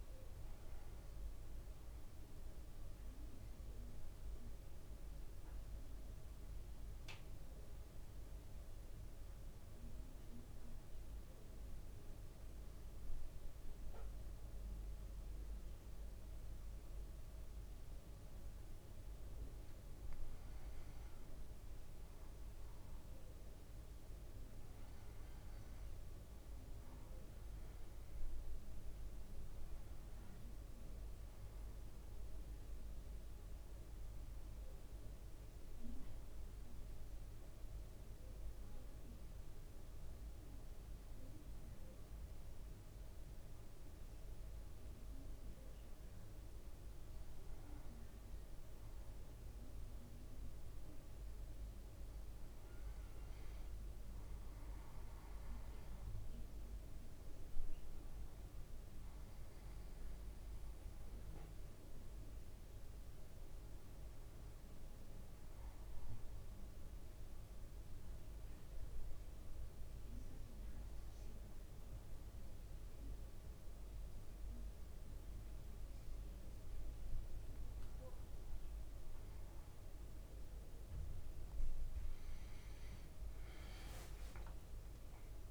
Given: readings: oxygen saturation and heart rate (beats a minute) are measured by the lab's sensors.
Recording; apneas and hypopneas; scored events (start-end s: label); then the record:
breathing in sleep, hard to hear, by a room microphone; 3
0.00-18.50 s: oxygen desaturation (device-marked, oxygen 96% lowest, heart rate 56 extreme)
3.50-20.00 s: central apnea (oxygen 99% before, 96% lowest, heart rate 59 before, 56 extreme, up 3 after)
24.00-29.00 s: arousal
36.50-47.00 s: central apnea (oxygen 99% before, 96% lowest, heart rate 59 before, 56 extreme, up 3 after)
51.00-56.00 s: arousal
66.50-79.00 s: hypopnea (oxygen 99% before, 96% lowest, heart rate 58 before, 56 extreme, up 4 after)
75.50-85.50 s: new sleep stage, N1 (lightest sleep)
80.00-83.00 s: arousal
From the record:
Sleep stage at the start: N2 (light sleep); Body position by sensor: on the back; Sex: male